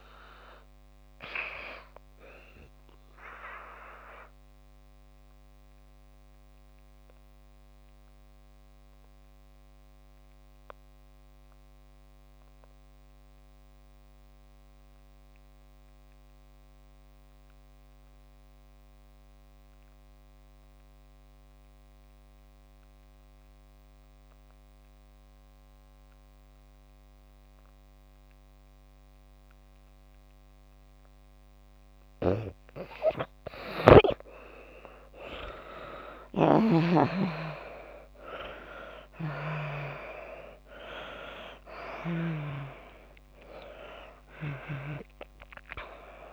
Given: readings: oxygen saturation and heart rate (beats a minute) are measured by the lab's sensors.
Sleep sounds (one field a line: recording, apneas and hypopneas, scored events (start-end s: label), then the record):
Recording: breathing in sleep by a microphone on the trachea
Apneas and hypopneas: 1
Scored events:
0.00-25.50 s: oxygen desaturation (device-marked, oxygen 81% lowest)
2.00-31.50 s: obstructive apnea (oxygen 97% before, 76% lowest)
34.50-38.00 s: arousal
38.50-46.33 s: oxygen desaturation (device-marked, oxygen 97% before, 76% lowest)
From the record:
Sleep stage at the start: N2 (light sleep)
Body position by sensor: on the back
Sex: female